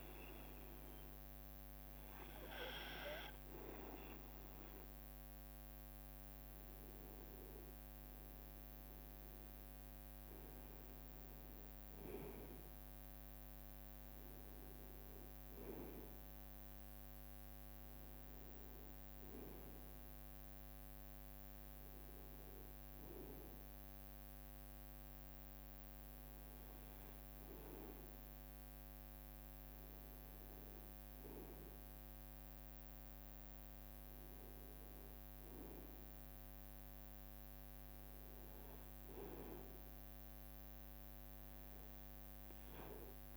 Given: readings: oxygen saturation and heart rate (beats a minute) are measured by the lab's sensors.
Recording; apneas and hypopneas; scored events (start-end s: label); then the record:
breathing in sleep by a microphone on the trachea; none
7.00-10.50 s: arousal
From the record:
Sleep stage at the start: N2 (light sleep); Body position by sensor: on the right side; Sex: male